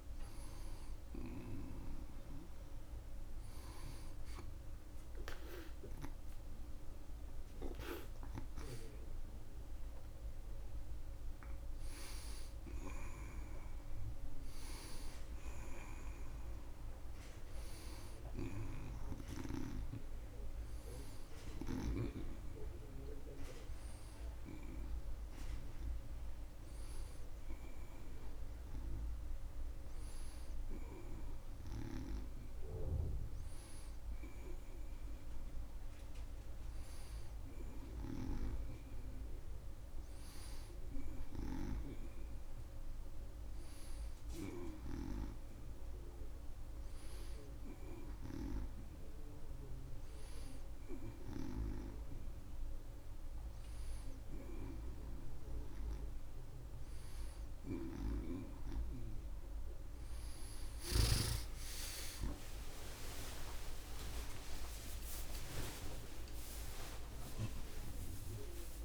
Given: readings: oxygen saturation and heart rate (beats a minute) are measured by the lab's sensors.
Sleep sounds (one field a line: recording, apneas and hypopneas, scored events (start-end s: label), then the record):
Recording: a person partly awake in a sleep study, by a room microphone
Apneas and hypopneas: none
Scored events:
27.50-68.85 s: new sleep stage, N1 (lightest sleep)
38.00-42.00 s: snoring (device-marked)
62.00-68.85 s: arousal
From the record:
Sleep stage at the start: awake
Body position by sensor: on the right side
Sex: male